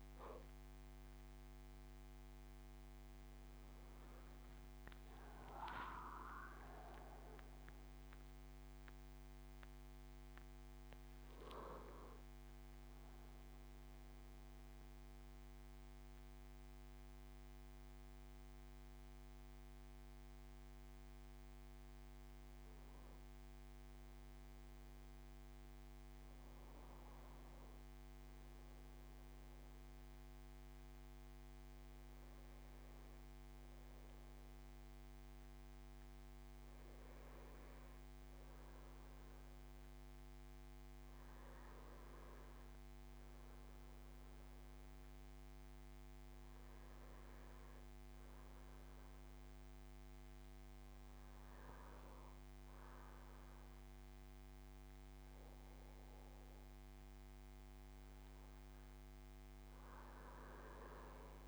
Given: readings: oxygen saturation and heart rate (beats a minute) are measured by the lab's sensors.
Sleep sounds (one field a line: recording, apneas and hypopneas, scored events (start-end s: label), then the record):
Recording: breathing in sleep, hard to hear, by a microphone on the trachea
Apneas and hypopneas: none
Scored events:
3.50-8.50 s: arousal
From the record:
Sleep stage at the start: N2 (light sleep)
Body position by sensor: on the back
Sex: male